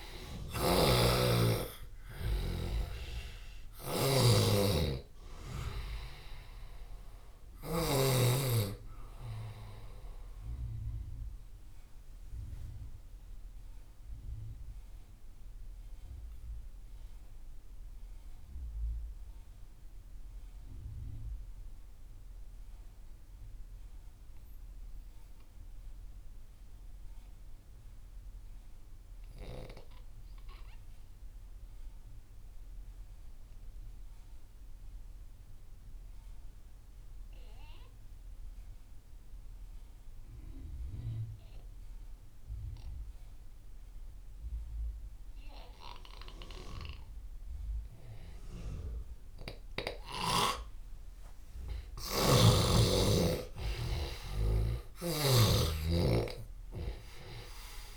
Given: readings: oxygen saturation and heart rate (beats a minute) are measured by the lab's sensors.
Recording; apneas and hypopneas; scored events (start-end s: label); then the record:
breathing in sleep by a room microphone; 1
0.00-25.00 s: oxygen desaturation (device-marked, oxygen 85% lowest)
0.50-7.50 s: snoring (device-marked)
9.50-49.50 s: obstructive apnea (oxygen 98% before, 83% lowest)
44.00-57.97 s: oxygen desaturation (device-marked, oxygen 98% before, 83% lowest)
51.50-55.50 s: arousal
54.50-57.97 s: snoring (device-marked)
From the record:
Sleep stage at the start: N2 (light sleep); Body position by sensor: on the left side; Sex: male